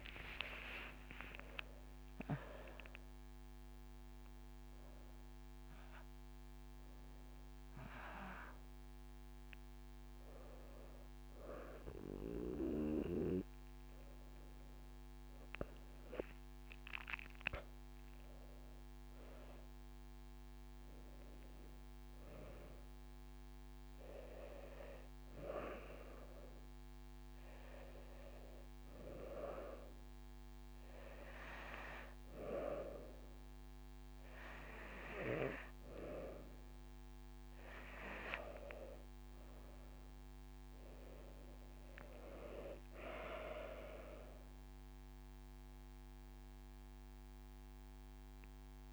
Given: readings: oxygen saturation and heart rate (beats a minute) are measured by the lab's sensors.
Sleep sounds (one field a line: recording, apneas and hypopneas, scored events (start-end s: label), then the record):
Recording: breathing in sleep by a microphone on the trachea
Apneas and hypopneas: 1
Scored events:
0.00-1.00 s: long interval between heartbeats (device-marked, heart rate 68 extreme)
0.00-2.50 s: arousal
0.50-11.50 s: drop in pulse transit time (device-marked, heart rate 68 before, 30 extreme)
25.00-38.50 s: obstructive apnea (oxygen 95% before, 92% lowest)
37.50-39.50 s: long interval between heartbeats (device-marked, heart rate 75 before, 74 extreme)
40.50-45.50 s: arousal
41.50-48.93 s: drop in pulse transit time (device-marked)
47.00-48.93 s: long interval between heartbeats (device-marked, heart rate 62 before, 48 extreme)
From the record:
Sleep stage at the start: N2 (light sleep)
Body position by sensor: on the back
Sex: female